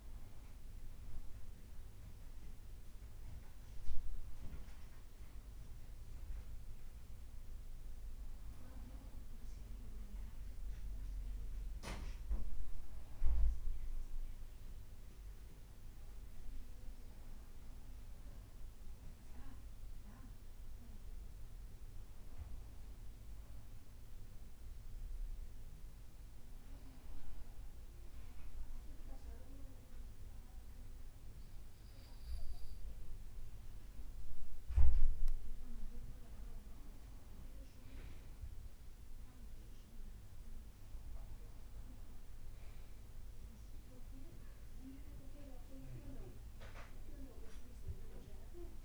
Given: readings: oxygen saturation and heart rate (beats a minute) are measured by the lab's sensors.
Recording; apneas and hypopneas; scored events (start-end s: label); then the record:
breathing in sleep by a room microphone; 1
11.00-19.00 s: leg movement (device-marked)
14.00-18.00 s: arousal
22.50-34.50 s: obstructive apnea (oxygen 96% before, 93% lowest, heart rate 63 before, 57 extreme, up 1 after)
27.50-33.00 s: leg movement (device-marked)
35.00-38.50 s: arousal
41.50-48.50 s: leg movement (device-marked)
From the record:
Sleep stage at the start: N2 (light sleep); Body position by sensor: on the right side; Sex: male